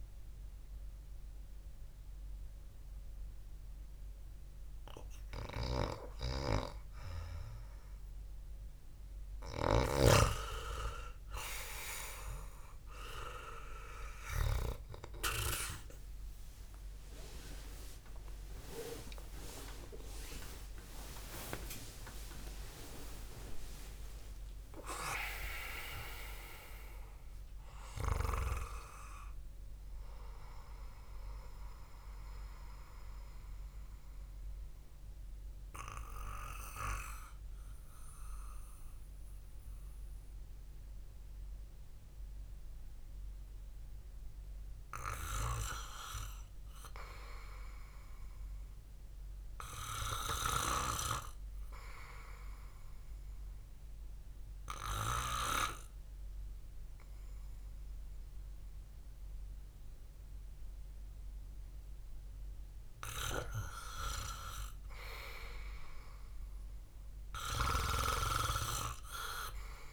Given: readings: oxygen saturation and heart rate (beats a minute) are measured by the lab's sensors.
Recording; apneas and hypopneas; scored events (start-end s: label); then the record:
breathing in sleep by a room microphone; 1
3.50-24.50 s: oxygen desaturation (device-marked, oxygen 99% before, 95% lowest, heart rate 60 before, 50 extreme)
20.00-24.00 s: arousal
22.00-24.00 s: long interval between heartbeats (device-marked, heart rate 57 before, 85 extreme)
32.50-48.50 s: obstructive apnea (oxygen 97% before, 94% lowest, heart rate 77 before, 57 extreme, up 3 after)
50.50-54.00 s: arousal
61.50-69.93 s: oxygen desaturation (device-marked, oxygen 99% before, 95% lowest, heart rate 61 before, 56 extreme)
From the record:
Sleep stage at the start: REM sleep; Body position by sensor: on the back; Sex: male